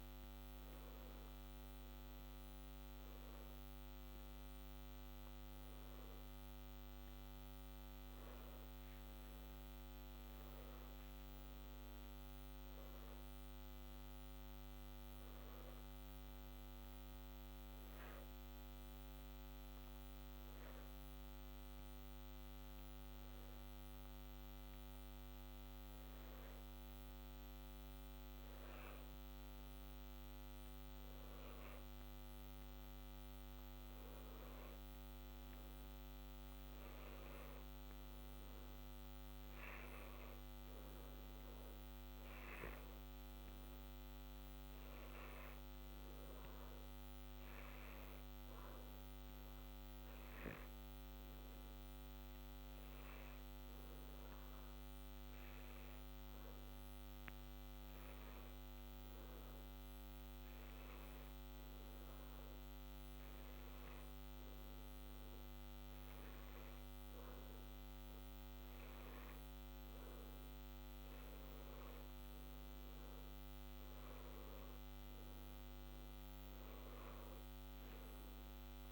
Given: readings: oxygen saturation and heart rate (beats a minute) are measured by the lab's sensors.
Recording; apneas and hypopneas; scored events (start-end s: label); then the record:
breathing in sleep, hard to hear, by a microphone on the trachea; 1
0.00-18.50 s: oxygen desaturation (device-marked, oxygen 89% lowest, heart rate 61 extreme)
37.50-42.00 s: arousal
47.00-67.00 s: hypopnea (oxygen 93% before, 89% lowest, heart rate 61 before, 61 extreme, up 0 after)
69.00-74.00 s: arousal
From the record:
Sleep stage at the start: N1 (lightest sleep); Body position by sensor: on the back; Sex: male